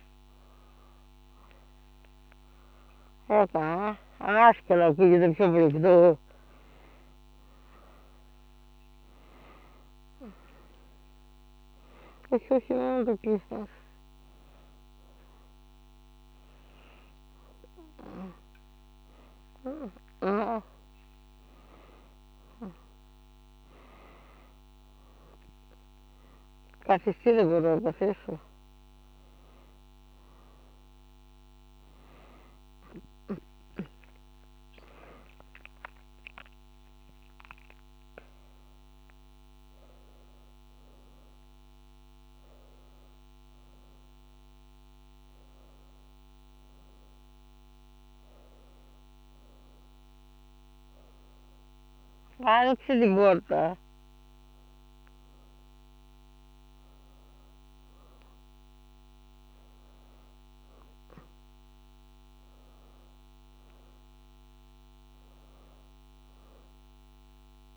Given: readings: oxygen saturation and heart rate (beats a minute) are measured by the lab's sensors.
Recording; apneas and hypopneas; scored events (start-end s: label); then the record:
a person awake in a sleep study, by a microphone on the trachea; none
0.00-3.50 s: snoring (device-marked)
From the record:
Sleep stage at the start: awake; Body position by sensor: on the back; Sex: female